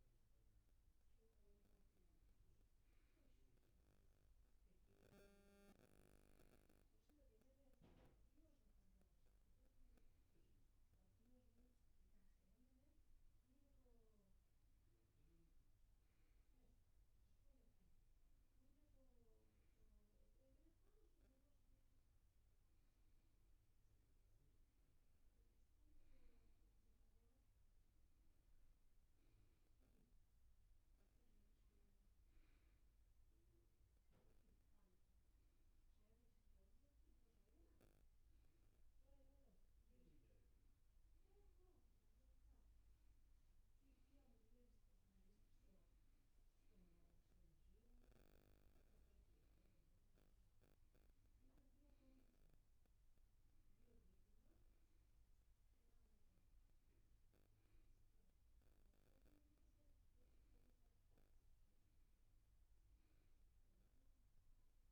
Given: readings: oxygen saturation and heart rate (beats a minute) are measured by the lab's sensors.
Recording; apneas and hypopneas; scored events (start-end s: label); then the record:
breathing in sleep, hard to hear, by a room microphone; none
43.00-64.91 s: new sleep stage, N2 (light sleep)
From the record:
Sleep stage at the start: N1 (lightest sleep); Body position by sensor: on the back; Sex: male